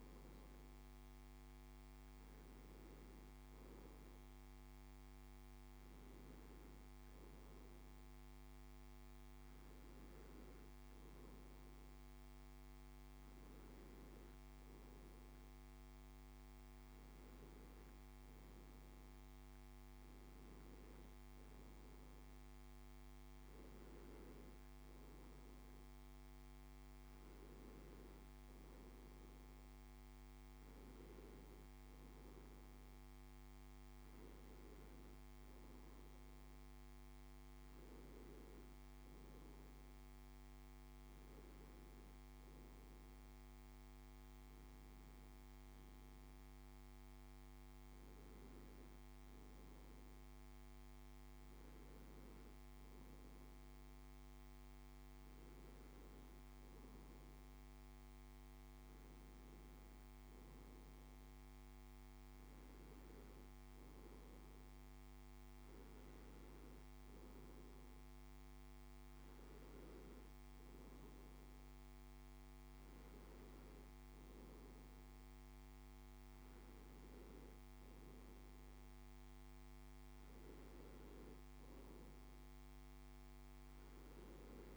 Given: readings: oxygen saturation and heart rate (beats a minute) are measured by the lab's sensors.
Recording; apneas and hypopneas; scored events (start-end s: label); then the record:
breathing in sleep, hard to hear, by a microphone on the trachea; none
none scored
From the record:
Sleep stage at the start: N2 (light sleep); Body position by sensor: on the back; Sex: male